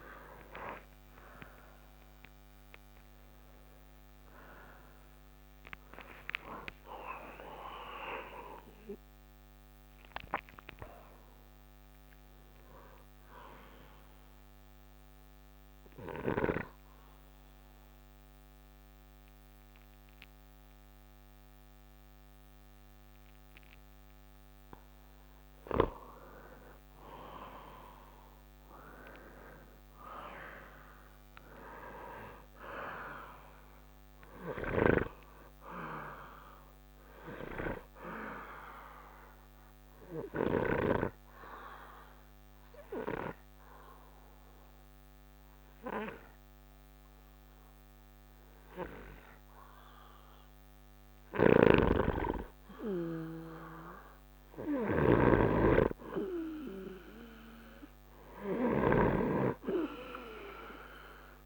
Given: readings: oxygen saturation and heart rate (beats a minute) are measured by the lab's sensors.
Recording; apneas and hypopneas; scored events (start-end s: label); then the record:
breathing in sleep by a microphone on the trachea; 2
1.50-6.50 s: arousal
14.00-25.50 s: obstructive apnea (oxygen 94% before, 89% lowest, heart rate 68 before, 56 extreme, up 3 after)
26.00-46.00 s: oxygen desaturation (device-marked, oxygen 96% before, 89% lowest, heart rate 69 before, 37 extreme)
26.50-31.00 s: arousal
34.50-41.00 s: snoring (device-marked)
40.00-50.50 s: obstructive apnea (oxygen 96% before, 89% lowest, heart rate 64 before, 37 extreme, up 9 after)
51.50-61.46 s: snoring (device-marked)
52.50-56.00 s: arousal
59.00-61.46 s: oxygen desaturation (device-marked, oxygen 96% before, 90% lowest, heart rate 61 before, 37 extreme)
From the record:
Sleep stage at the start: N2 (light sleep); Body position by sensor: on the right side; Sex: male